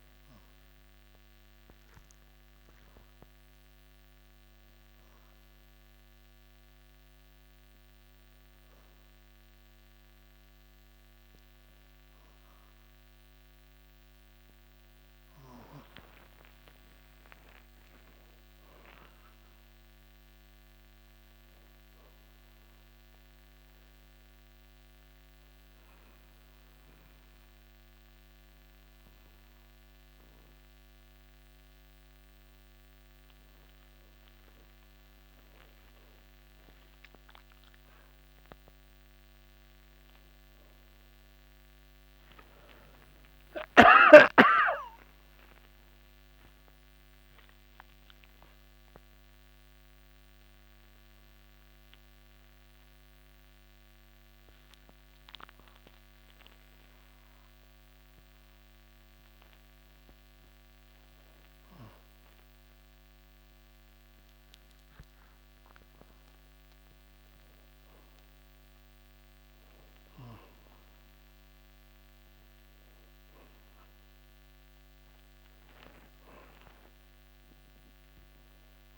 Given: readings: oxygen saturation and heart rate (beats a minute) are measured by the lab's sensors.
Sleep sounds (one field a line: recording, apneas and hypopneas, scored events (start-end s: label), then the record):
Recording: a person partly awake in a sleep study, by a microphone on the trachea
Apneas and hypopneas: 2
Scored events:
15.50-78.98 s: new sleep stage, N2 (light sleep)
23.50-35.00 s: hypopnea (oxygen 97% before, 94% lowest, heart rate 92 before, 54 extreme)
36.50-39.50 s: arousal
46.00-56.00 s: hypopnea (oxygen 97% before, 93% lowest, heart rate 90 before, 67 extreme, up 52 after)
61.00-65.50 s: arousal
From the record:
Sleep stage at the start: awake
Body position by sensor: on the back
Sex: male